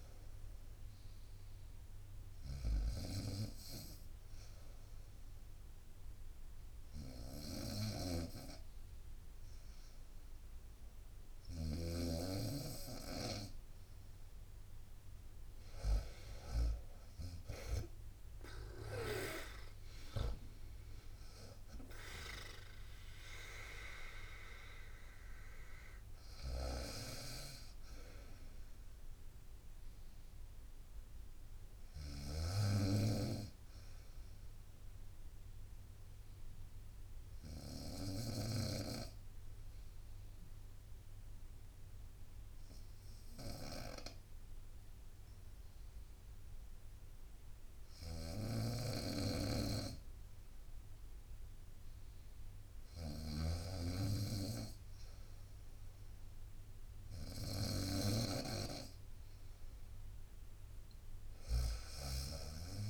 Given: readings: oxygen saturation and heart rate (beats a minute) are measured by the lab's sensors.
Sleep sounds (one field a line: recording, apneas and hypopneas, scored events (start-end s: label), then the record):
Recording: breathing in sleep by a room microphone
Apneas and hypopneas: 2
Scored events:
0.00-11.50 s: snoring (device-marked)
0.00-39.00 s: oxygen desaturation (device-marked, oxygen 85% lowest, heart rate 62 extreme)
1.00-8.00 s: drop in pulse transit time (device-marked, heart rate 61 before, 65 extreme)
3.50-14.50 s: obstructive apnea (oxygen 96% before, 85% lowest, heart rate 62 before, 62 extreme, up 7 after)
17.00-21.50 s: arousal
18.00-31.00 s: drop in pulse transit time (device-marked, heart rate 67 before, 66 extreme)
26.00-32.00 s: snoring (device-marked)
35.00-51.50 s: obstructive apnea (oxygen 91% before, 88% lowest, heart rate 70 before, 61 extreme, up 2 after)
48.00-62.90 s: snoring (device-marked)
55.00-60.00 s: arousal
From the record:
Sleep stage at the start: N2 (light sleep)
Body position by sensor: on the right side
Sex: female